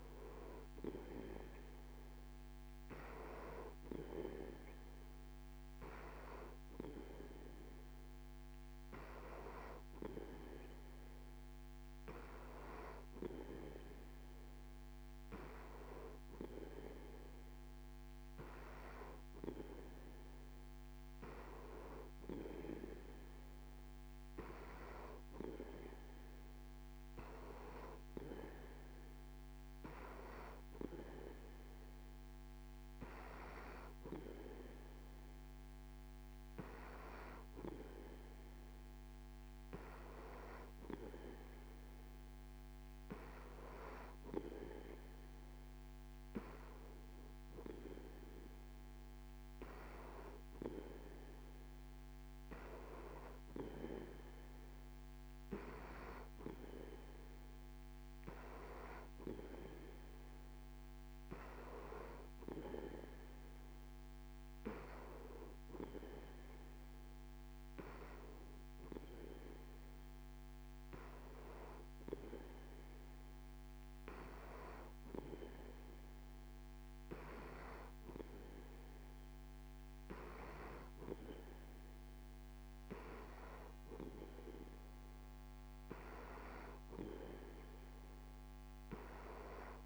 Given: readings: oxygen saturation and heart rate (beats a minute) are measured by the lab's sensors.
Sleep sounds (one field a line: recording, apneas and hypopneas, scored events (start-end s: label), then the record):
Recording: breathing in sleep by a microphone on the trachea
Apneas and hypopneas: none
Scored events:
none scored
From the record:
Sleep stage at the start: N3 (deep sleep)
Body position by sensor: on the back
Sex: male